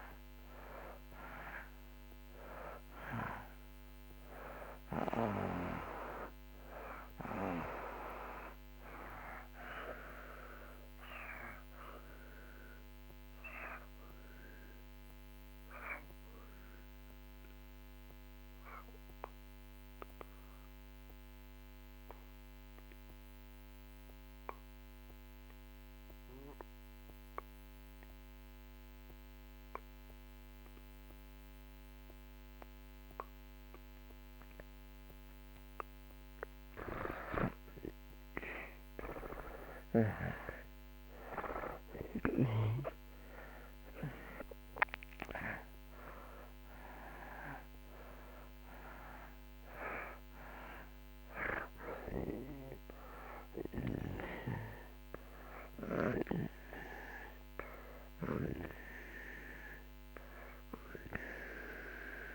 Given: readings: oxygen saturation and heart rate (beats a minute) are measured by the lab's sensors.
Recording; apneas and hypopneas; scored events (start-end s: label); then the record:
breathing in sleep by a microphone on the trachea; 1
0.00-23.00 s: oxygen desaturation (device-marked, oxygen 80% lowest)
14.00-35.00 s: obstructive apnea (oxygen 95% before, 76% lowest)
36.00-62.35 s: oxygen desaturation (device-marked, oxygen 96% before, 76% lowest)
38.00-42.00 s: arousal
From the record:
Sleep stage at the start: N2 (light sleep); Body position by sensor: on the back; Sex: male